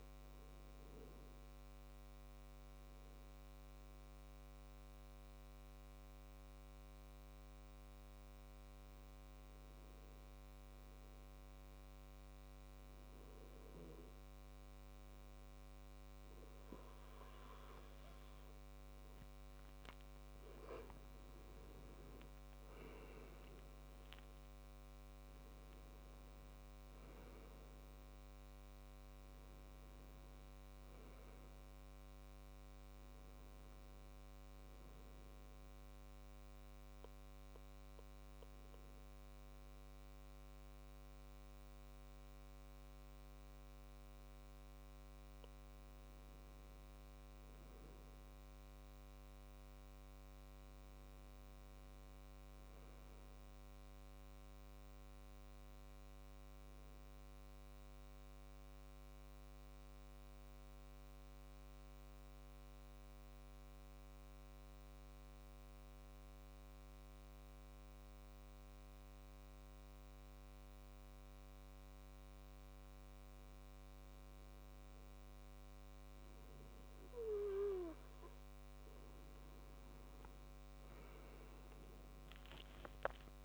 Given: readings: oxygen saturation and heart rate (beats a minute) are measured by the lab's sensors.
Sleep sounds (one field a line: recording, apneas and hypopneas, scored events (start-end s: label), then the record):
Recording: breathing in sleep, hard to hear, by a microphone on the trachea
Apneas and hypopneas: 3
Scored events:
0.00-15.00 s: oxygen desaturation (device-marked, oxygen 94% lowest, heart rate 65 extreme)
2.00-19.00 s: obstructive apnea (oxygen 97% before, 92% lowest, heart rate 67 before, 63 extreme, up 11 after)
22.00-42.00 s: oxygen desaturation (device-marked, oxygen 97% before, 92% lowest, heart rate 68 before, 63 extreme)
22.50-26.50 s: arousal
35.00-46.50 s: obstructive apnea (oxygen 97% before, 92% lowest, heart rate 74 before, 63 extreme, up 3 after)
50.00-53.50 s: arousal
58.00-77.50 s: obstructive apnea (oxygen 98% before, 92% lowest, heart rate 65 before, 62 extreme, up 10 after)
79.00-83.45 s: oxygen desaturation (device-marked, oxygen 98% before, 92% lowest, heart rate 66 before, 62 extreme)
80.50-83.45 s: arousal
From the record:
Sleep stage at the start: N2 (light sleep)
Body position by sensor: on the back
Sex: male